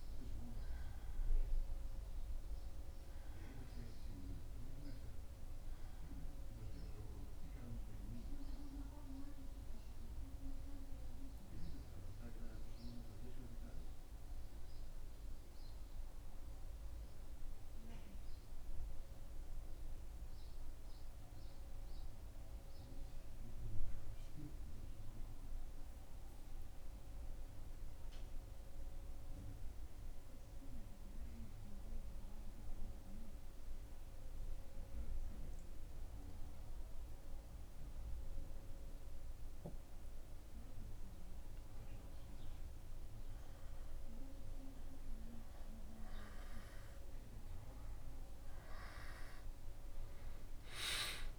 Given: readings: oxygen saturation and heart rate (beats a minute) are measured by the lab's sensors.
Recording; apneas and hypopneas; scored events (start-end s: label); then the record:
breathing in sleep by a room microphone; 1
12.00-40.50 s: central apnea (oxygen 96% before, 91% lowest, heart rate 78 before, 75 extreme, up 0 after)
42.50-46.50 s: arousal
From the record:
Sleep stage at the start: N2 (light sleep); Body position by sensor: on the back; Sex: male